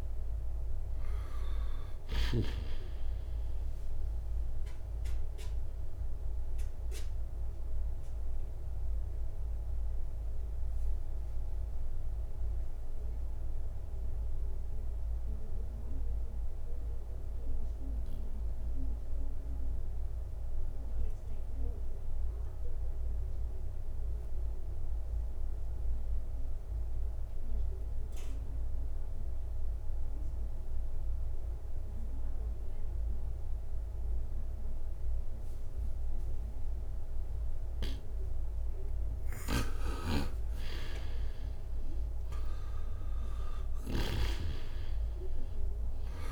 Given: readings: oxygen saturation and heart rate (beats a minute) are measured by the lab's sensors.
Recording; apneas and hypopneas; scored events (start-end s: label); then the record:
breathing in sleep by a room microphone; 1
0.00-2.50 s: snoring (device-marked)
0.00-25.00 s: oxygen desaturation (device-marked, oxygen 74% lowest, heart rate 59 extreme)
6.00-38.00 s: mixed apnea (oxygen 91% before, 74% lowest, heart rate 95 before, 59 extreme, up 17 after)
39.50-44.00 s: snoring (device-marked)
39.50-45.00 s: arousal
40.00-46.32 s: oxygen desaturation (device-marked, oxygen 99% before, 81% lowest, heart rate 61 before, 61 extreme)
From the record:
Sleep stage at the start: N2 (light sleep); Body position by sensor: on the right side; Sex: male